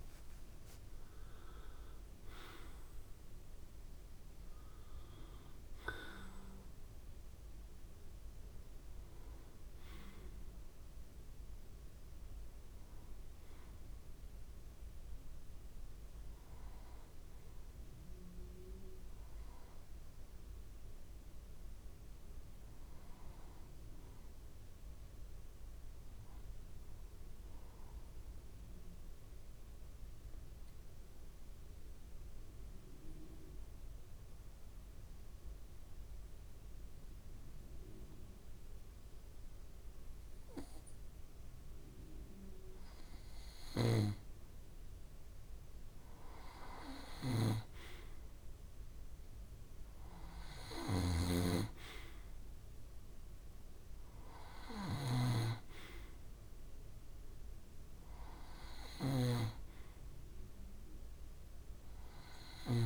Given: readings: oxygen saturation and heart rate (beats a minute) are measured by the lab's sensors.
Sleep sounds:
breathing in sleep by a room microphone; 1
0.00-3.50 s: oxygen desaturation (device-marked, oxygen 90% lowest, heart rate 64 extreme)
28.50-43.50 s: obstructive apnea (oxygen 97% before, 89% lowest, heart rate 66 before, 64 extreme, up 1 after)
40.50-62.86 s: oxygen desaturation (device-marked, oxygen 97% before, 89% lowest, heart rate 66 before, 63 extreme)
45.00-48.00 s: arousal
50.50-62.50 s: snoring (device-marked)
From the record:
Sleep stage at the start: N2 (light sleep); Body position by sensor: on the back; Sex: male

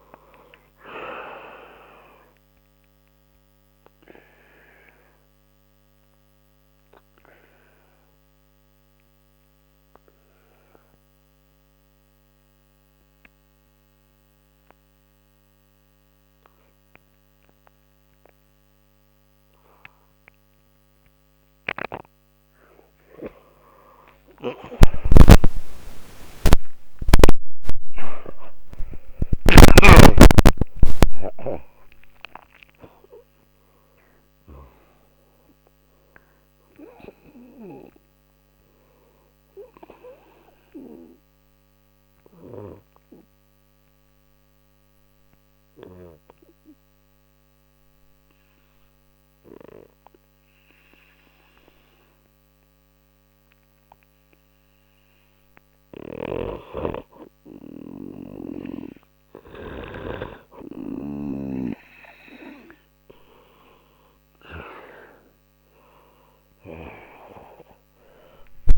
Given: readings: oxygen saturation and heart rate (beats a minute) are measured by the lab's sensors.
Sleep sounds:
breathing in sleep by a microphone on the trachea; 2
4.50-20.50 s: oxygen desaturation (device-marked, oxygen 98% before, 92% lowest, heart rate 49 before, 56 extreme)
4.50-21.50 s: obstructive apnea (oxygen 98% before, 91% lowest, heart rate 49 before, 56 extreme, up 60 after)
24.00-29.50 s: arousal
31.50-40.50 s: oxygen desaturation (device-marked, oxygen 97% before, 92% lowest, heart rate 79 before, 56 extreme)
41.50-56.00 s: obstructive apnea (oxygen 97% before, 91% lowest, heart rate 80 before, 62 extreme, up 0 after)
56.00-60.00 s: snoring (device-marked)
From the record:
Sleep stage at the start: N2 (light sleep); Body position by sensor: on the right side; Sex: male

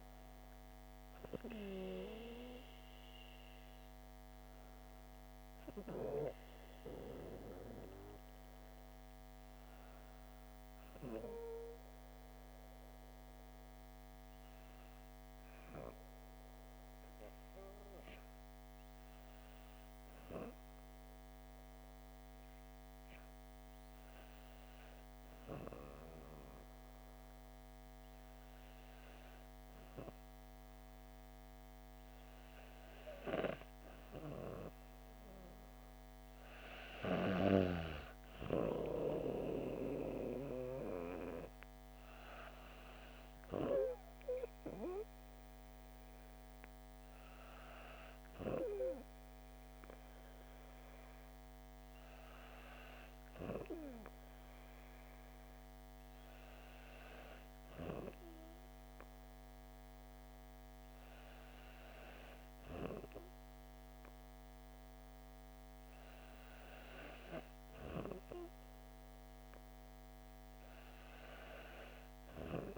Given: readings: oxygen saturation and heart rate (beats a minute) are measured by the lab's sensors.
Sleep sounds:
breathing in sleep by a microphone on the trachea; 1
0.00-7.00 s: oxygen desaturation (device-marked, oxygen 97% before, 94% lowest)
15.00-30.00 s: hypopnea (oxygen 97% before, 95% lowest)
30.50-33.50 s: arousal
From the record:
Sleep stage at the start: N2 (light sleep); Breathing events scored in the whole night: 143 in 6.8 hours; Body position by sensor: on the back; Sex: female

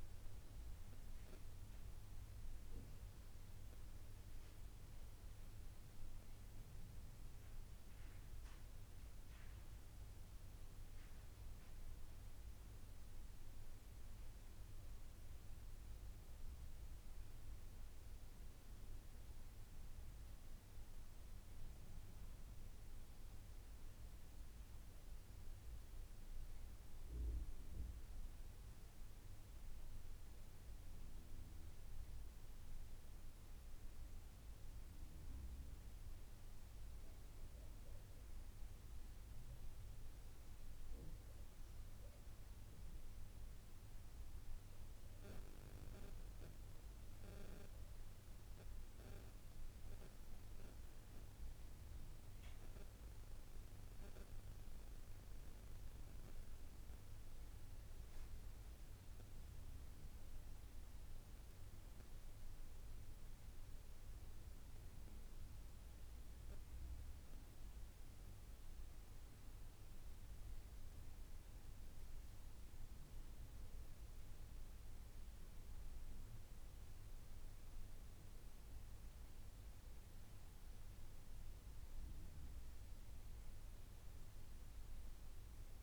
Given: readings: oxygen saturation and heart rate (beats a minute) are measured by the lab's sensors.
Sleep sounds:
breathing in sleep, hard to hear, by a room microphone; none
none scored
From the record:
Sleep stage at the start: N2 (light sleep); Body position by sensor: upright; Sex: female

